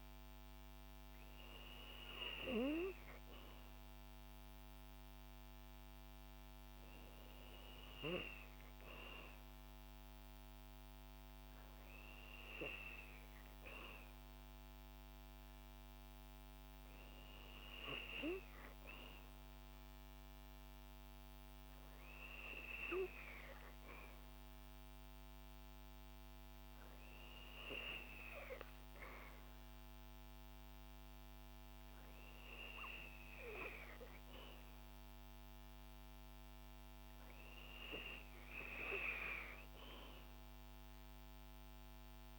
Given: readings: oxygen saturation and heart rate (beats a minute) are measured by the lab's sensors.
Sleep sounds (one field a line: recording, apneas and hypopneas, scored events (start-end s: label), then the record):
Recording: breathing in sleep by a microphone on the trachea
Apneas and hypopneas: none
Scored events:
none scored
From the record:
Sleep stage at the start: N2 (light sleep)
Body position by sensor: on the back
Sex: female